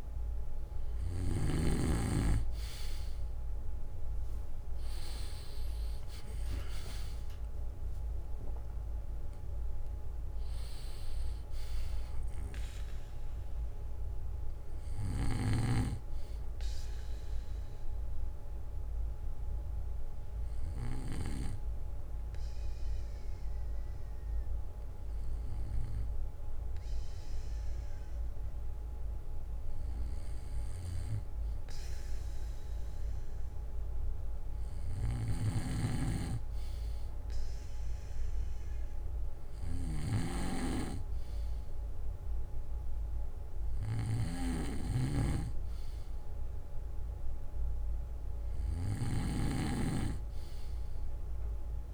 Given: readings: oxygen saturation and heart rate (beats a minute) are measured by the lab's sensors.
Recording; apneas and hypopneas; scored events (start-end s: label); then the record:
breathing in sleep by a room microphone; 1
0.00-1.50 s: snoring (device-marked)
7.00-11.00 s: arousal
15.50-30.00 s: hypopnea (oxygen 95% before, 93% lowest, heart rate 66 before, 60 extreme, up 8 after)
33.00-36.00 s: arousal
35.00-51.94 s: snoring (device-marked)
From the record:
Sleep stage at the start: N2 (light sleep); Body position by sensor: on the back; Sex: male